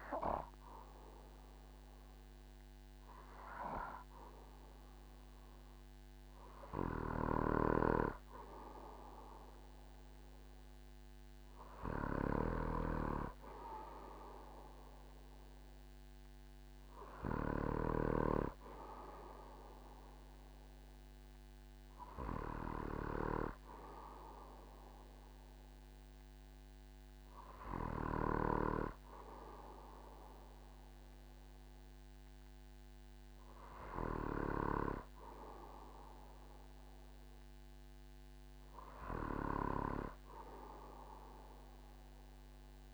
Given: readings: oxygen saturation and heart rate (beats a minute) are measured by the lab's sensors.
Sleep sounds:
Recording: breathing in sleep by a microphone on the trachea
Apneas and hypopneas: none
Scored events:
21.00-42.94 s: new sleep stage, N3 (deep sleep)
From the record:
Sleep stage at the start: N2 (light sleep)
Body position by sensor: on the back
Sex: male

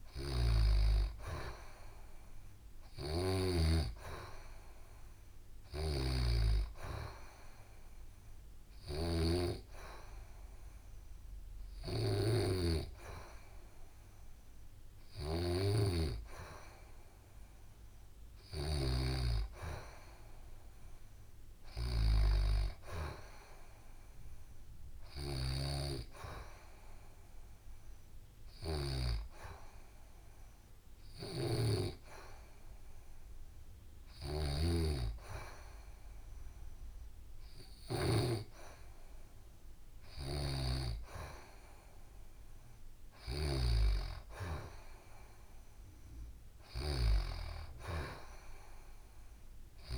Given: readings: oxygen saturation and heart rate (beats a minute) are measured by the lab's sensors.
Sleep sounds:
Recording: breathing in sleep by a room microphone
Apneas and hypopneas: none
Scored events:
0.00-1.50 s: arousal
0.00-3.00 s: snoring (device-marked)
5.00-18.50 s: snoring (device-marked)
6.00-20.00 s: oxygen desaturation (device-marked, oxygen 92% before, 89% lowest, heart rate 70 before, 68 extreme)
24.50-28.50 s: snoring (device-marked)
27.50-32.00 s: arousal
30.50-37.50 s: snoring (device-marked)
39.50-49.98 s: snoring (device-marked)
From the record:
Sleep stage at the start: N2 (light sleep)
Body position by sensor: on the back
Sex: female

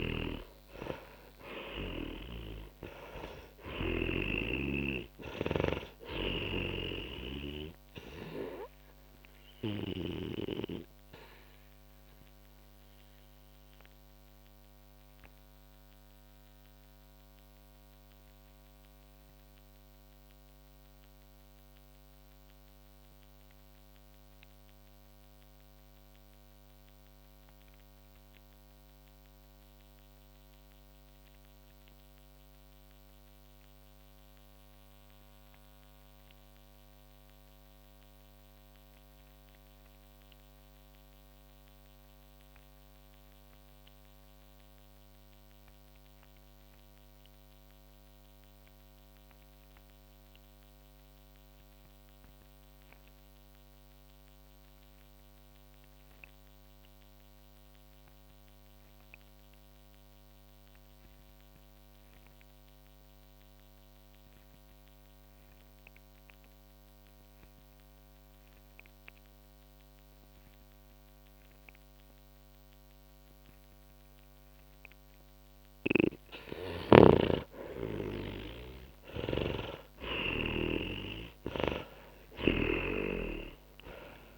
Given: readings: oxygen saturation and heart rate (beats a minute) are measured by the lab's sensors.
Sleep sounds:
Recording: breathing in sleep by a microphone on the trachea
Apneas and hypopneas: 1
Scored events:
0.00-2.50 s: snoring (device-marked)
0.00-44.00 s: oxygen desaturation (device-marked, oxygen 78% lowest, heart rate 43 extreme)
8.00-77.00 s: obstructive apnea (oxygen 97% before, 78% lowest, heart rate 64 before, 43 extreme, up 18 after)
67.00-84.38 s: oxygen desaturation (device-marked, oxygen 98% before, 90% lowest, heart rate 52 before, 44 extreme)
78.50-83.50 s: arousal
79.00-83.00 s: snoring (device-marked)
From the record:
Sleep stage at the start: N2 (light sleep)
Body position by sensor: on the back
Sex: male

